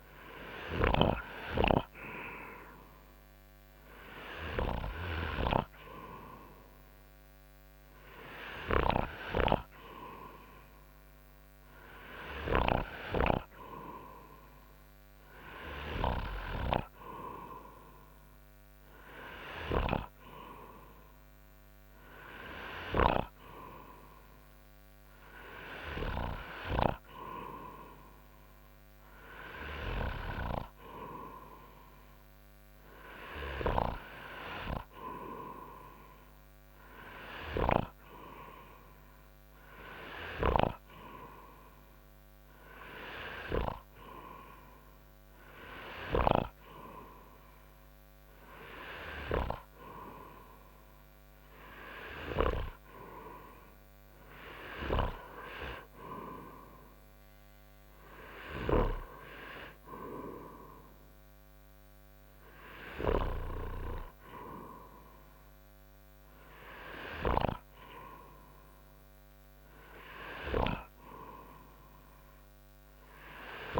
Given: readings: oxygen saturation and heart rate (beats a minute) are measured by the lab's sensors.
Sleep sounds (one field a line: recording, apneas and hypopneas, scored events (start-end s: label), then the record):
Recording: breathing in sleep by a microphone on the trachea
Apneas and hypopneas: none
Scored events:
none scored
From the record:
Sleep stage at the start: N2 (light sleep)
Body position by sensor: on the front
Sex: male